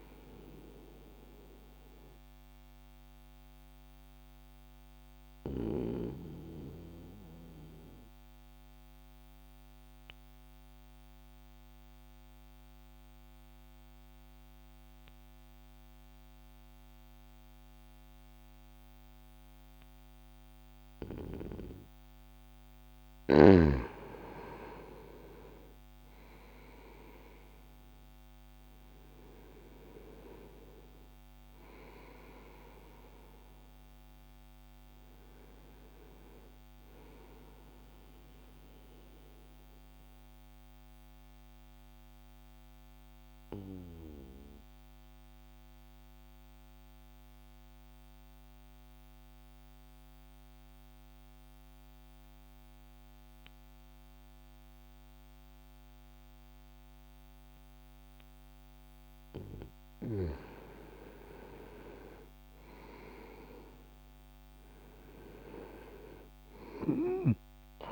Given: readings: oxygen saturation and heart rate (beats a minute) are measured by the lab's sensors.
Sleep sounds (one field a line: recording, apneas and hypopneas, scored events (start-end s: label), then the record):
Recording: breathing in sleep by a microphone on the trachea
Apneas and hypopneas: 2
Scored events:
0.00-16.50 s: oxygen desaturation (device-marked, oxygen 87% lowest, heart rate 60 extreme)
1.00-22.50 s: obstructive apnea (oxygen 97% before, 83% lowest, heart rate 62 before, 60 extreme, up 3 after)
24.00-28.00 s: arousal
24.50-55.50 s: oxygen desaturation (device-marked, oxygen 96% before, 83% lowest, heart rate 61 before, 60 extreme)
39.00-59.00 s: obstructive apnea (oxygen 96% before, 83% lowest, heart rate 62 before, 60 extreme, up 2 after)
61.00-64.50 s: arousal
From the record:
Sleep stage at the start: N2 (light sleep)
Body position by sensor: on the right side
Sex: male